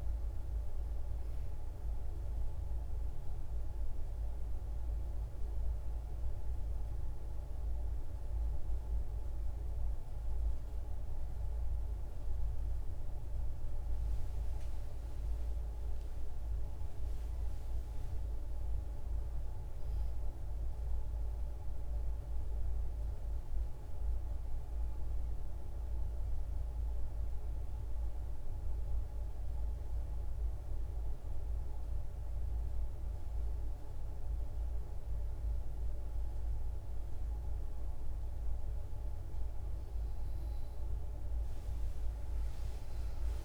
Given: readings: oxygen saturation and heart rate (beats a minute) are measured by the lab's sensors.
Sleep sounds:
breathing in sleep, hard to hear, by a room microphone; 2
2.50-13.00 s: obstructive apnea (oxygen 98% before, 90% lowest, heart rate 106 before, 53 extreme, up 37 after)
4.50-15.50 s: oxygen desaturation (device-marked, oxygen 98% before, 92% lowest, heart rate 107 before, 53 extreme)
15.50-19.50 s: arousal
23.50-34.50 s: oxygen desaturation (device-marked, oxygen 97% before, 93% lowest, heart rate 89 before, 63 extreme)
26.00-38.50 s: hypopnea (oxygen 97% before, 90% lowest, heart rate 88 before, 63 extreme, up 48 after)
41.50-43.45 s: arousal
From the record:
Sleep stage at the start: N2 (light sleep); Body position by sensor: on the back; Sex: female

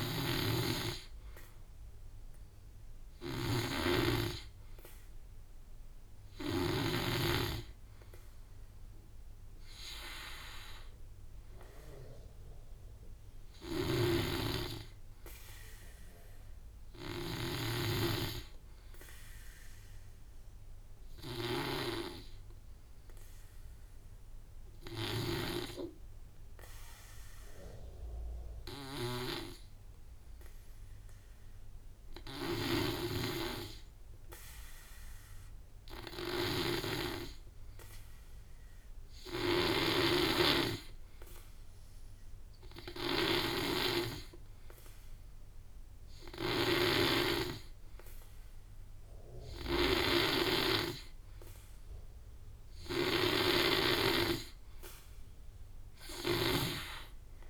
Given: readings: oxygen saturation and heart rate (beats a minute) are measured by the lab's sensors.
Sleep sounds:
breathing in sleep by a room microphone; 1
0.00-6.50 s: snoring (device-marked)
22.00-52.50 s: hypopnea (oxygen 97% before, 89% lowest, heart rate 61 before, 51 extreme, up 17 after)
32.50-56.00 s: snoring (device-marked)
35.50-48.50 s: oxygen desaturation (device-marked, oxygen 96% before, 90% lowest, heart rate 54 before, 51 extreme)
56.50-57.50 s: drop in pulse transit time (device-marked, heart rate 56 before, 54 extreme)
From the record:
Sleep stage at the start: N2 (light sleep); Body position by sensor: on the back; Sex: male

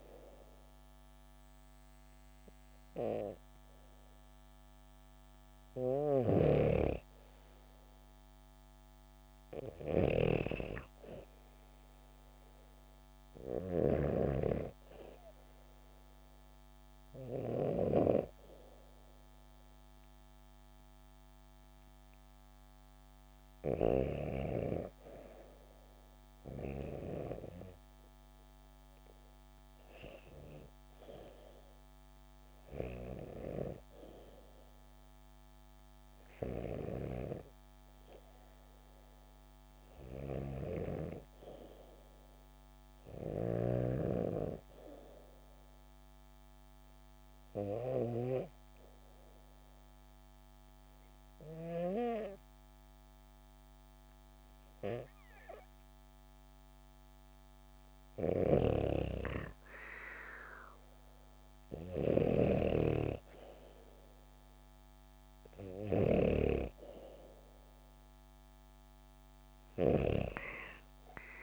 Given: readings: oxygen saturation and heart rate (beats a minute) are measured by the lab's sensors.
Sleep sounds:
breathing in sleep by a microphone on the trachea; 2
14.00-24.00 s: hypopnea (oxygen 94% before, 89% lowest, heart rate 76 before, 71 extreme, up 3 after)
24.50-71.43 s: new sleep stage, REM sleep
25.00-28.50 s: arousal
44.50-58.00 s: obstructive apnea (oxygen 94% before, 89% lowest, heart rate 74 before, 72 extreme, up 1 after)
60.50-64.00 s: arousal
62.00-66.50 s: snoring (device-marked)
62.50-71.43 s: oxygen desaturation (device-marked, oxygen 93% before, 89% lowest, heart rate 73 before, 66 extreme)
From the record:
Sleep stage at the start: N2 (light sleep); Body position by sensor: on the back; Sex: female

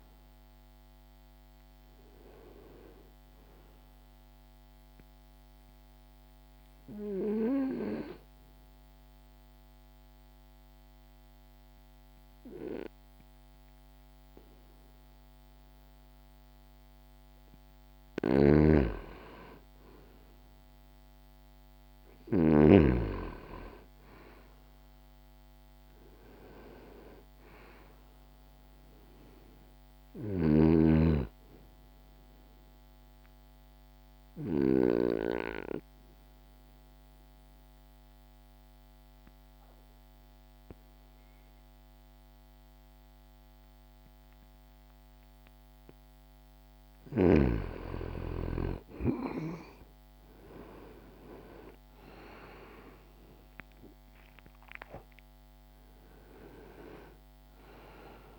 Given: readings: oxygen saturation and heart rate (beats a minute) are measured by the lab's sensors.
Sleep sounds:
breathing in sleep by a microphone on the trachea; 2
0.00-7.50 s: oxygen desaturation (device-marked, oxygen 89% lowest, heart rate 66 extreme)
8.50-18.50 s: obstructive apnea (oxygen 96% before, 87% lowest, heart rate 72 before, 66 extreme, up 1 after)
18.00-22.50 s: snoring (device-marked)
21.00-25.00 s: arousal
25.50-47.50 s: oxygen desaturation (device-marked, oxygen 96% before, 88% lowest, heart rate 68 before, 66 extreme)
32.00-47.00 s: obstructive apnea (oxygen 97% before, 87% lowest, heart rate 68 before, 66 extreme, up 2 after)
49.00-53.00 s: arousal
55.50-58.39 s: oxygen desaturation (device-marked, oxygen 95% before, 87% lowest, heart rate 69 before, 64 extreme)
From the record:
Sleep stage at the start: N2 (light sleep); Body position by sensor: on the back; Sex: male

